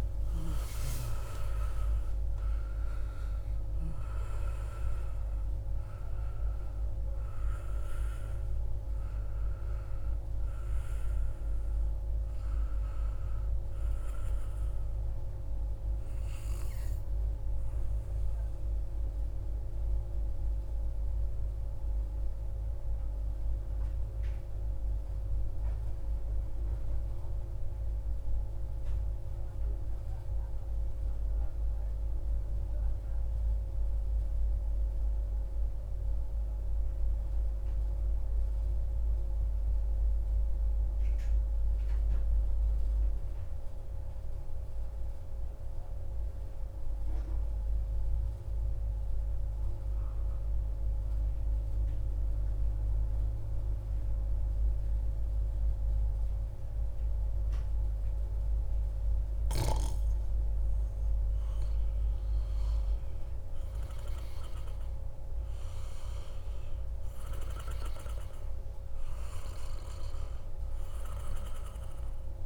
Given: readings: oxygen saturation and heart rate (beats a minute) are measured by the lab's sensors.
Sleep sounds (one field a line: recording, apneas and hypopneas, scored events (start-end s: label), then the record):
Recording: breathing in sleep, hard to hear, by a room microphone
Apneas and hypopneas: 1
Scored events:
0.00-1.50 s: arousal
0.00-22.50 s: oxygen desaturation (device-marked, oxygen 90% lowest, heart rate 59 extreme)
19.00-60.50 s: mixed apnea (oxygen 96% before, 91% lowest, heart rate 68 before, 59 extreme, up 4 after)
50.50-72.46 s: oxygen desaturation (device-marked, oxygen 97% before, 91% lowest, heart rate 60 before, 58 extreme)
62.00-66.00 s: arousal
From the record:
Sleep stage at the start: N2 (light sleep)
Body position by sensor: on the back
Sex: male